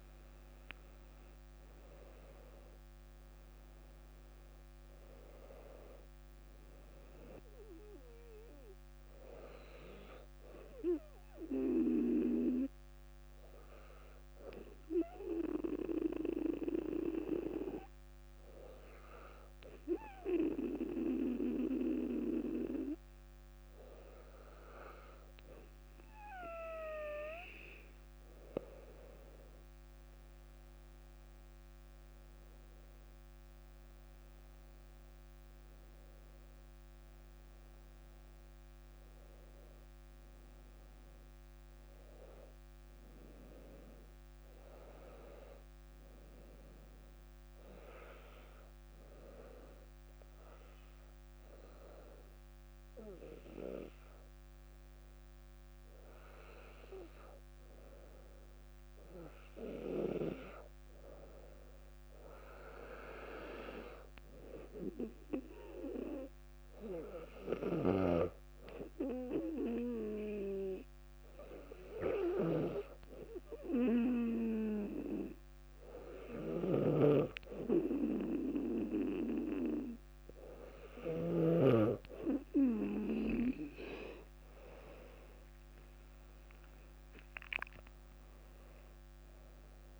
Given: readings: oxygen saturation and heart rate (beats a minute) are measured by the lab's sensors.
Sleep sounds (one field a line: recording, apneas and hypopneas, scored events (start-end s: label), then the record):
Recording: breathing in sleep by a microphone on the trachea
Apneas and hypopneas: 3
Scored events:
0.00-1.50 s: arousal
11.00-24.50 s: obstructive apnea (oxygen 97% before, 96% lowest, heart rate 63 before, 57 extreme, up 5 after)
29.50-35.00 s: arousal
50.00-61.00 s: obstructive apnea (oxygen 98% before, 95% lowest, heart rate 61 before, 58 extreme, up 6 after)
63.00-66.00 s: arousal
70.00-83.50 s: hypopnea (oxygen 98% before, 95% lowest, heart rate 59 before, 58 extreme, up 8 after)
76.50-82.00 s: snoring (device-marked)
77.50-90.00 s: new sleep stage, N1 (lightest sleep)
85.50-89.50 s: arousal
88.50-90.00 s: drop in pulse transit time (device-marked, heart rate 64 before, 64 extreme)
From the record:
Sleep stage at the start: N2 (light sleep)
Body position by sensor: on the back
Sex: female